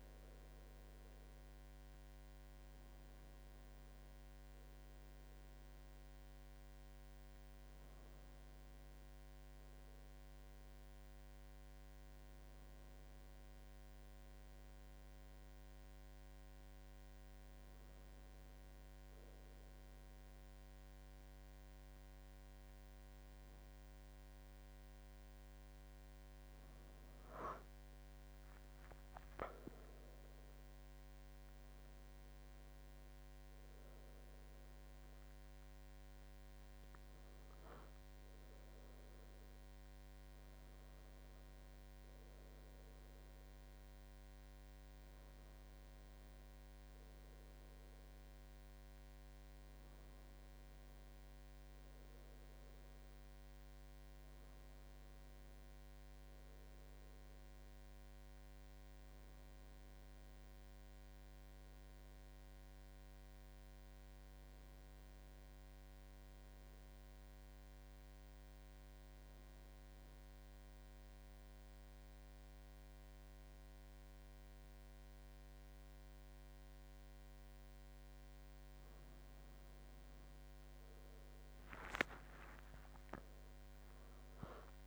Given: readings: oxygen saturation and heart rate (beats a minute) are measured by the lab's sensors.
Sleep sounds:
breathing in sleep, hard to hear, by a microphone on the trachea; 1
59.00-63.00 s: arousal
66.00-79.50 s: hypopnea (oxygen 97% before, 94% lowest, heart rate 77 before, 74 extreme, up 8 after)
82.50-84.87 s: arousal
From the record:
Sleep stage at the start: N1 (lightest sleep); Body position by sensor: on the left side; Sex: male

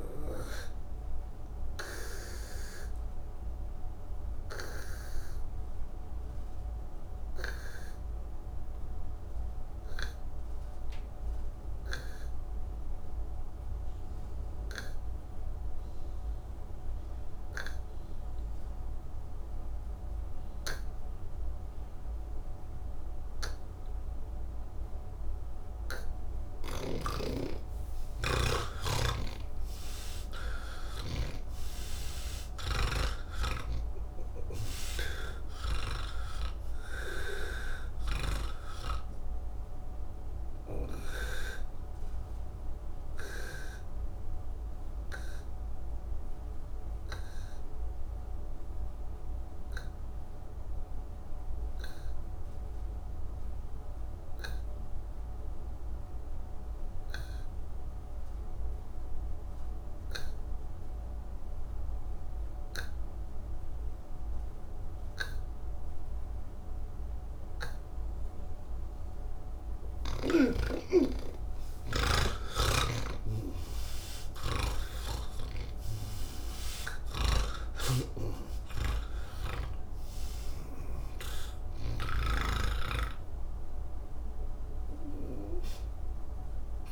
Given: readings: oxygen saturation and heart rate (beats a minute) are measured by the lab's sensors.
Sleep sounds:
breathing in sleep by a room microphone; 2
0.00-13.00 s: oxygen desaturation (device-marked, oxygen 86% lowest, heart rate 68 extreme)
2.00-25.50 s: obstructive apnea (oxygen 99% before, 83% lowest, heart rate 146 before, 68 extreme)
25.00-56.00 s: oxygen desaturation (device-marked, oxygen 98% before, 83% lowest, heart rate 116 before, 80 extreme)
29.00-38.50 s: snoring (device-marked)
42.50-66.50 s: obstructive apnea (oxygen 98% before, 83% lowest, heart rate 137 before, 50 extreme)
69.00-74.00 s: oxygen desaturation (device-marked, oxygen 98% before, 91% lowest, heart rate 148 before, 50 extreme)
72.50-82.00 s: snoring (device-marked)
79.00-86.92 s: oxygen desaturation (device-marked, oxygen 93% before, 83% lowest, heart rate 138 before, 64 extreme)
From the record:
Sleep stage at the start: N2 (light sleep); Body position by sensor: on the back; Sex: male

